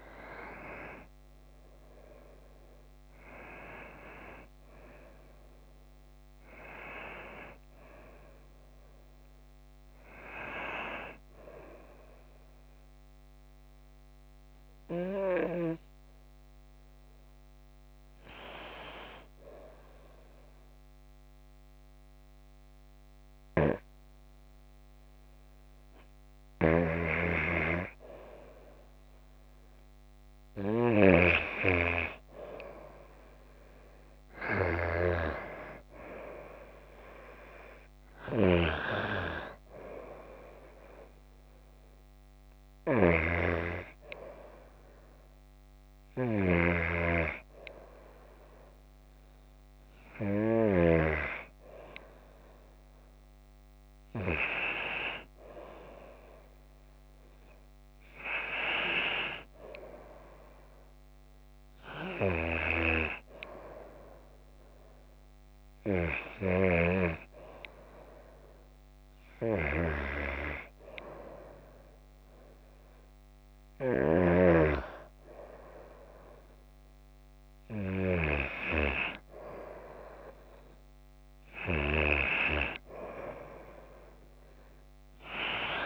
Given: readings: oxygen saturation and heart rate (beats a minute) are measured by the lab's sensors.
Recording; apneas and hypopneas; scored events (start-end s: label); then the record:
breathing in sleep by a microphone on the trachea; none
4.00-8.00 s: arousal
43.00-51.00 s: snoring (device-marked)
57.00-81.00 s: oxygen desaturation (device-marked, oxygen 93% before, 89% lowest, heart rate 54 before, 36 extreme)
From the record:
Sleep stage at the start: N2 (light sleep); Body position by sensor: on the right side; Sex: female